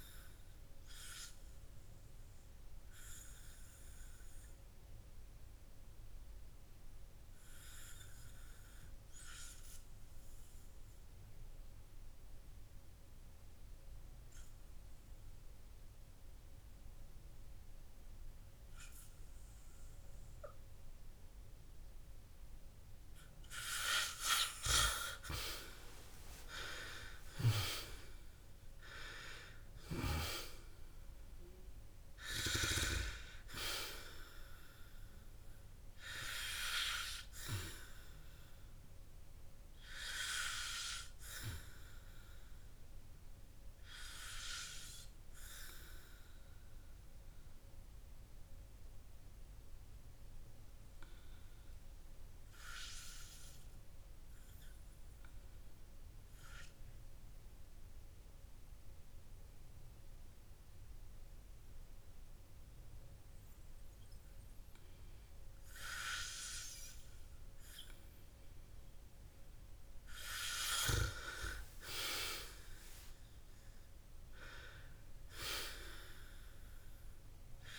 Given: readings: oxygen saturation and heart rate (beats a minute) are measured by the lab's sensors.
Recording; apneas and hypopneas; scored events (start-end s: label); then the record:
breathing in sleep by a room microphone; 2
9.50-23.50 s: obstructive apnea (oxygen 97% before, 90% lowest, heart rate 68 before, 47 extreme, up 12 after)
26.50-31.00 s: arousal
47.50-68.00 s: obstructive apnea (oxygen 96% before, 90% lowest, heart rate 69 before, 51 extreme, up 21 after)
58.50-65.50 s: oxygen desaturation (device-marked, oxygen 97% before, 90% lowest, heart rate 54 before, 51 extreme)
72.00-75.50 s: arousal
From the record:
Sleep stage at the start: N2 (light sleep); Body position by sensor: on the back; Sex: male